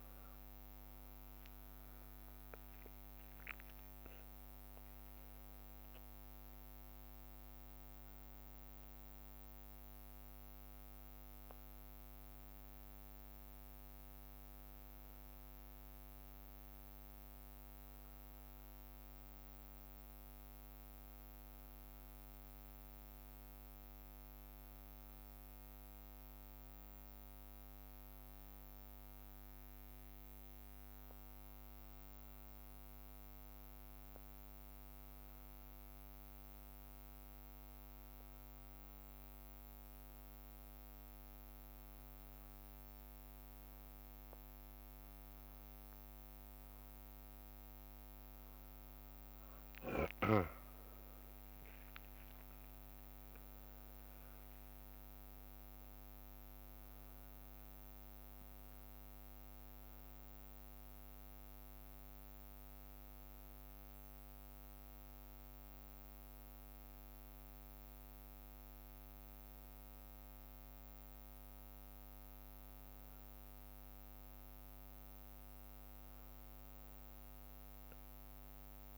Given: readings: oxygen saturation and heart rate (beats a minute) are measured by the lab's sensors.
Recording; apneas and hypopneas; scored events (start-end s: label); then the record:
a person awake in a sleep study, hard to hear, by a microphone on the trachea; none
22.50-34.50 s: bradycardia (device-marked, heart rate 63 before, 59 extreme)
36.50-46.50 s: bradycardia (device-marked, heart rate 62 before, 59 extreme)
65.50-78.98 s: bradycardia (device-marked, heart rate 62 before, 58 extreme)
70.50-78.98 s: new sleep stage, N1 (lightest sleep)
From the record:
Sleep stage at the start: awake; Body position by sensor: on the back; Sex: male